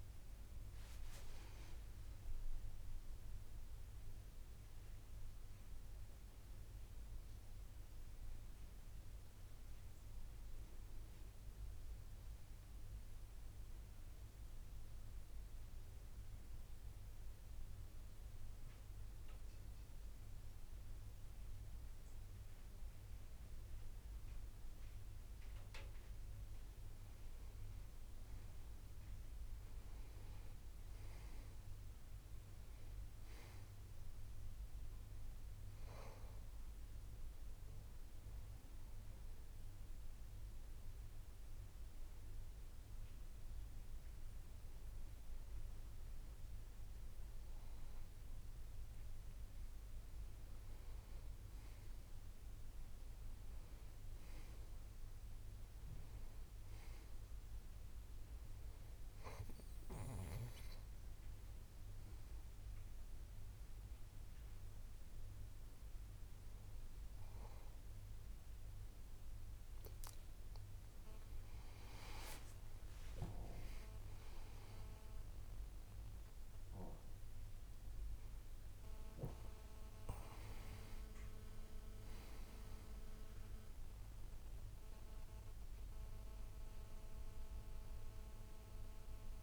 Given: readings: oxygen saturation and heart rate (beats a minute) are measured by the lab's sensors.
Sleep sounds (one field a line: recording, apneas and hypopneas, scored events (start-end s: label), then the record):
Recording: a person partly awake in a sleep study, by a room microphone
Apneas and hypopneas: 2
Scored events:
13.50-27.00 s: mixed apnea (oxygen 97% before, 92% lowest)
29.50-33.00 s: arousal
37.00-49.50 s: obstructive apnea (oxygen 97% before, 92% lowest)
59.00-89.43 s: new sleep stage, awake
From the record:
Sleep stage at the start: N2 (light sleep)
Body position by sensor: on the back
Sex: male